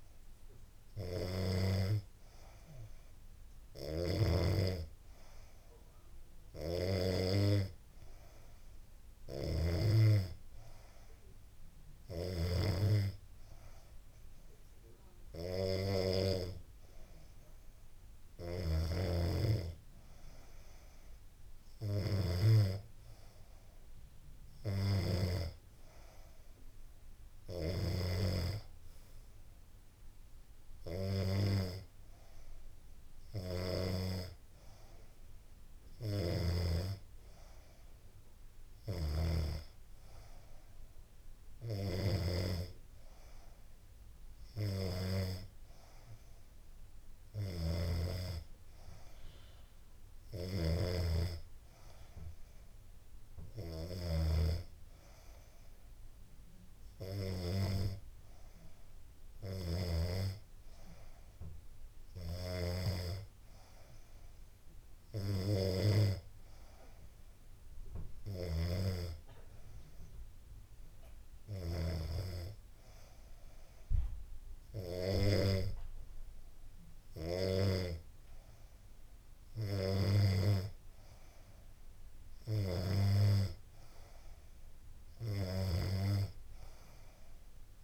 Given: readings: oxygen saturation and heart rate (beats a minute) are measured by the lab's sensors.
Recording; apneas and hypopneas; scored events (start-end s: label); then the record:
breathing in sleep by a room microphone; none
0.00-8.50 s: snoring (device-marked)
26.50-35.50 s: snoring (device-marked)
46.00-53.00 s: snoring (device-marked)
From the record:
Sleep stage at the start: N2 (light sleep); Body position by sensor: on the back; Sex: female